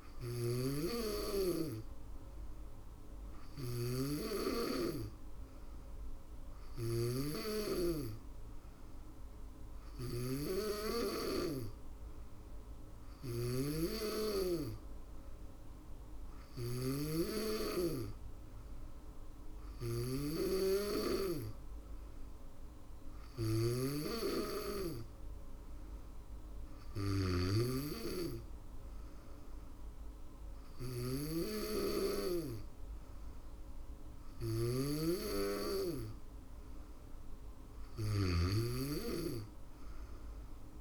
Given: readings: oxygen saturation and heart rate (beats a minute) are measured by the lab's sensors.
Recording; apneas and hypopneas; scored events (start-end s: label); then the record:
breathing in sleep by a room microphone; none
0.00-40.81 s: snoring (device-marked)
From the record:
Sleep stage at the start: N2 (light sleep); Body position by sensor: on the back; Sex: female